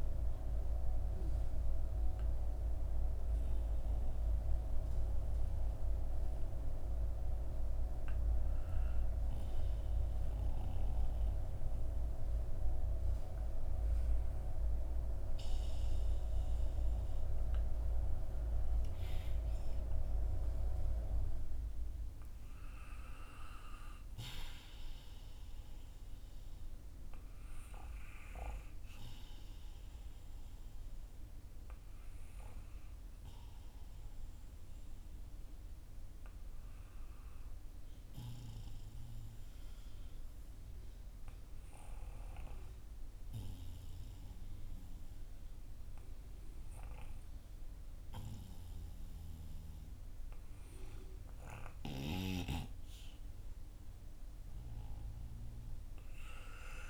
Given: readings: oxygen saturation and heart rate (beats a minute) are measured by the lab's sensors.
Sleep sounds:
breathing in sleep by a room microphone; 2
1.00-17.50 s: obstructive apnea (oxygen 94% before, 93% lowest, heart rate 84 before, 52 extreme, up 4 after)
19.50-23.50 s: arousal
29.00-52.50 s: obstructive apnea (oxygen 97% before, 91% lowest, heart rate 54 before, 52 extreme, up 7 after)
54.50-56.90 s: arousal
From the record:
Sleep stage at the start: N2 (light sleep); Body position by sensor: on the back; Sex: male

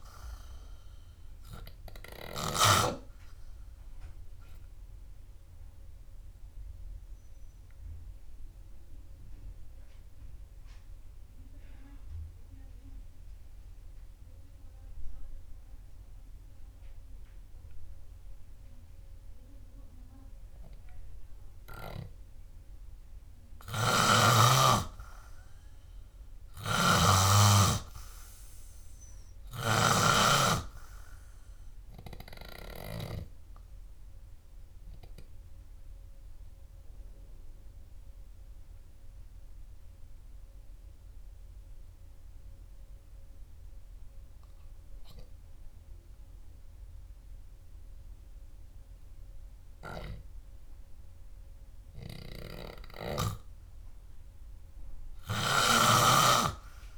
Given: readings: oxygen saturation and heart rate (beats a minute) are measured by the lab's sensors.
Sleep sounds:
breathing in sleep by a room microphone; 2
0.00-3.50 s: snoring (device-marked)
6.00-23.00 s: obstructive apnea (oxygen 98% before, 90% lowest, heart rate 62 before, 61 extreme, up 4 after)
25.50-45.50 s: oxygen desaturation (device-marked, oxygen 97% before, 90% lowest, heart rate 66 before, 57 extreme)
26.00-30.00 s: arousal
27.00-30.50 s: snoring (device-marked)
37.00-51.50 s: obstructive apnea (oxygen 97% before, 90% lowest, heart rate 66 before, 57 extreme)
52.50-56.98 s: oxygen desaturation (device-marked, oxygen 95% before, 90% lowest, heart rate 68 before, 60 extreme)
53.50-56.98 s: snoring (device-marked)
55.00-56.98 s: arousal
From the record:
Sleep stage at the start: N2 (light sleep); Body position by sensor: on the back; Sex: male

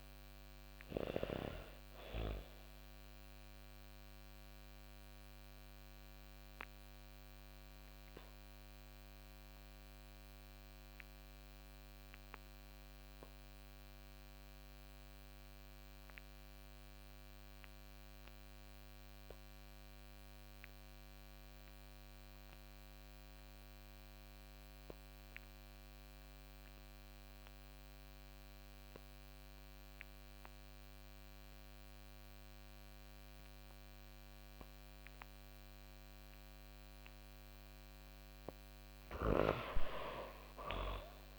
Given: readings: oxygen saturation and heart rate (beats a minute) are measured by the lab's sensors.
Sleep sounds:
breathing in sleep by a microphone on the trachea; 1
0.00-22.50 s: oxygen desaturation (device-marked, oxygen 62% lowest, heart rate 84 extreme)
4.00-37.00 s: obstructive apnea (oxygen 93% before, 62% lowest, heart rate 139 before, 76 extreme, up 29 after)
38.50-41.39 s: arousal
38.50-41.39 s: oxygen desaturation (device-marked, oxygen 97% before, 74% lowest, heart rate 116 before, 76 extreme)
From the record:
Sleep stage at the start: N2 (light sleep); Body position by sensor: on the back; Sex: female

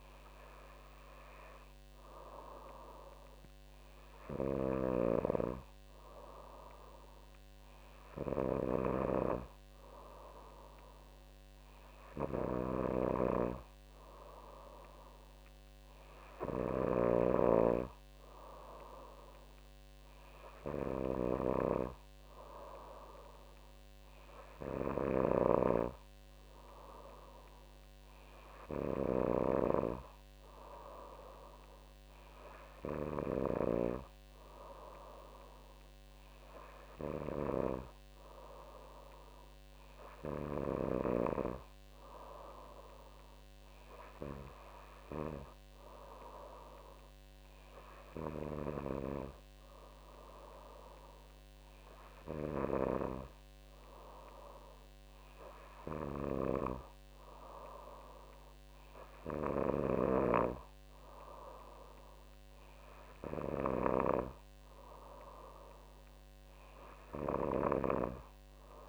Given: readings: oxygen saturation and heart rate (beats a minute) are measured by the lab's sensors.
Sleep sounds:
breathing in sleep by a microphone on the trachea; none
12.50-17.00 s: snoring (device-marked)
From the record:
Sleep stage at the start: N3 (deep sleep); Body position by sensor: on the back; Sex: female

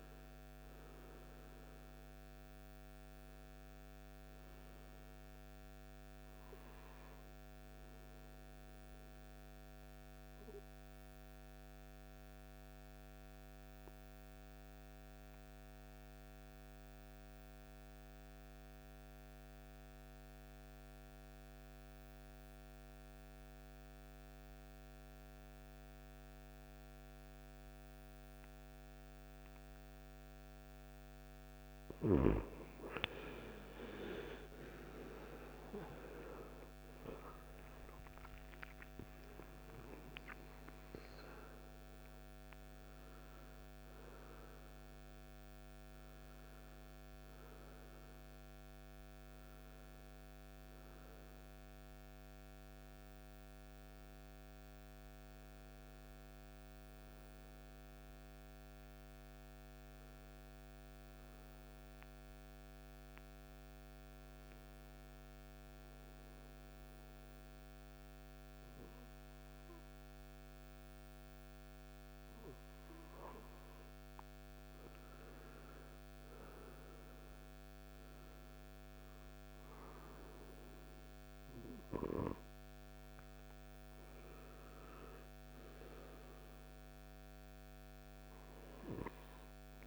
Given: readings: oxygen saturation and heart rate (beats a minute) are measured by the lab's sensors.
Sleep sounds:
breathing in sleep by a microphone on the trachea; 2
0.00-13.50 s: oxygen desaturation (device-marked, oxygen 93% lowest, heart rate 52 extreme)
10.00-30.00 s: obstructive apnea (oxygen 97% before, 88% lowest, heart rate 62 before, 52 extreme, up 24 after)
32.50-58.50 s: oxygen desaturation (device-marked, oxygen 97% before, 88% lowest, heart rate 55 before, 53 extreme)
35.00-39.00 s: arousal
49.50-69.50 s: hypopnea (oxygen 97% before, 88% lowest, heart rate 71 before, 53 extreme, up 7 after)
73.50-78.00 s: arousal
From the record:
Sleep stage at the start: N2 (light sleep); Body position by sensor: on the right side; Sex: male

